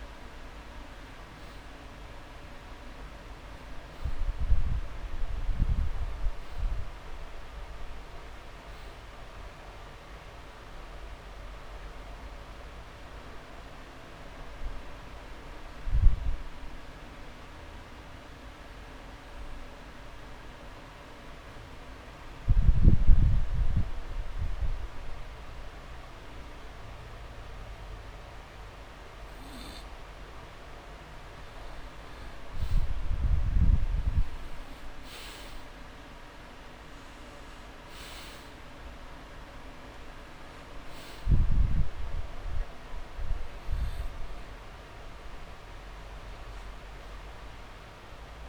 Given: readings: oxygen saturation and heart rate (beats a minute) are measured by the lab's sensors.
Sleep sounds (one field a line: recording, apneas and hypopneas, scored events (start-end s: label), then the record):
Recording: breathing in sleep, hard to hear, by a room microphone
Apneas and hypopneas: 1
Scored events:
9.50-12.50 s: arousal
16.00-31.00 s: obstructive apnea (oxygen 99% before, 88% lowest)
34.00-37.50 s: arousal
37.50-48.49 s: oxygen desaturation (device-marked, oxygen 97% before, 88% lowest)
From the record:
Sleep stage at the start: N2 (light sleep)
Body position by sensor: on the back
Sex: male